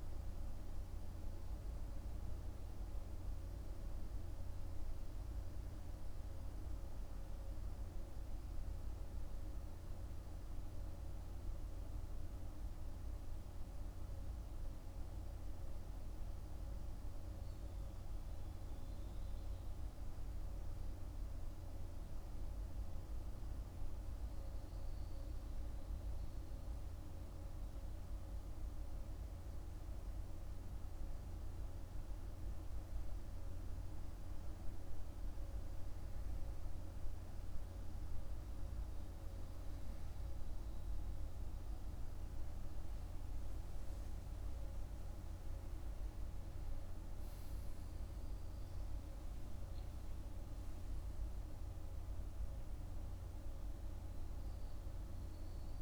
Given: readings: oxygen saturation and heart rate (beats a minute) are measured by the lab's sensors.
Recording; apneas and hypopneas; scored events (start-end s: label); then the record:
breathing in sleep, hard to hear, by a room microphone; 1
0.00-11.00 s: oxygen desaturation (device-marked, oxygen 94% lowest, heart rate 48 extreme)
14.00-38.50 s: hypopnea (oxygen 99% before, 94% lowest, heart rate 51 before, 47 extreme, up 10 after)
41.00-45.50 s: arousal
From the record:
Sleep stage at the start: N2 (light sleep); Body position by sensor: on the back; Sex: male